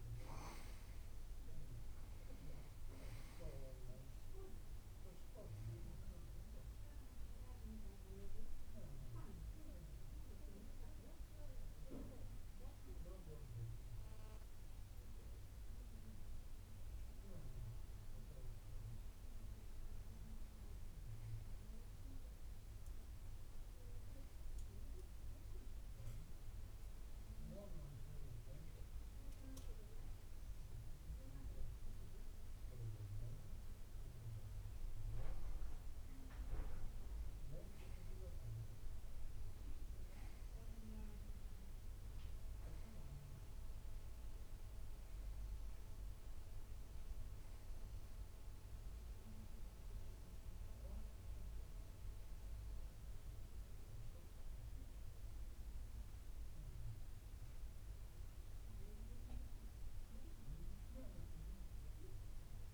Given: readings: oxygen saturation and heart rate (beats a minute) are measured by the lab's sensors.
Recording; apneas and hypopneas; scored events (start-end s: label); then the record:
breathing in sleep by a room microphone; 1
6.50-17.00 s: hypopnea (oxygen 95% before, 91% lowest)
19.50-23.00 s: arousal
From the record:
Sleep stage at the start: N2 (light sleep); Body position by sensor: on the back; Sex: male